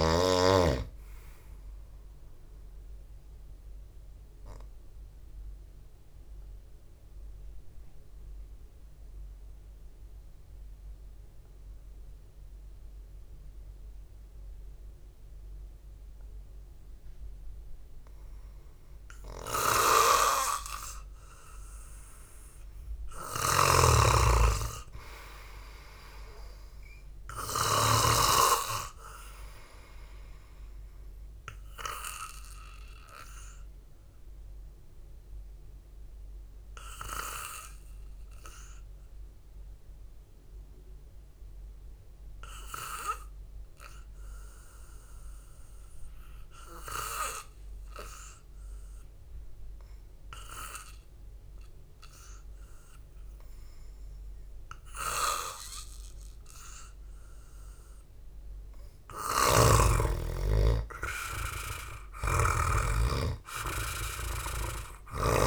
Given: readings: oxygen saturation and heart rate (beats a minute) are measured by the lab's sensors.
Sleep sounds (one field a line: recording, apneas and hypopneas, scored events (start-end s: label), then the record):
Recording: breathing in sleep by a room microphone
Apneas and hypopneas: 2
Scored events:
4.00-20.50 s: obstructive apnea (oxygen 98% before, 92% lowest, heart rate 61 before, 54 extreme)
22.00-25.50 s: arousal
24.00-28.50 s: snoring (device-marked)
31.50-37.50 s: oxygen desaturation (device-marked, oxygen 98% before, 93% lowest, heart rate 62 before, 52 extreme)
34.00-55.50 s: obstructive apnea (oxygen 98% before, 92% lowest, heart rate 61 before, 52 extreme, up 3 after)
57.00-61.00 s: arousal
62.50-65.47 s: snoring (device-marked)
From the record:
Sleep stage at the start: N2 (light sleep)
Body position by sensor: on the back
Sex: male